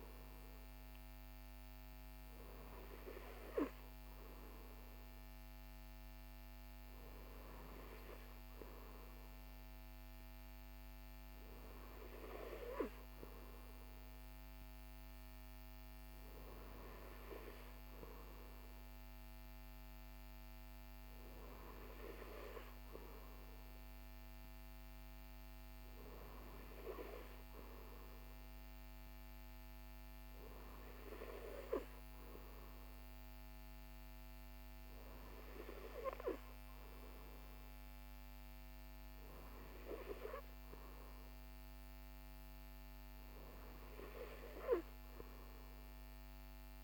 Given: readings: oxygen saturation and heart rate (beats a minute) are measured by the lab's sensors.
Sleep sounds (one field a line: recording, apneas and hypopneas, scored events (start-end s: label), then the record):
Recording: breathing in sleep by a microphone on the trachea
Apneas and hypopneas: none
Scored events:
none scored
From the record:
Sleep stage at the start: N3 (deep sleep)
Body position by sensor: on the right side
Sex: male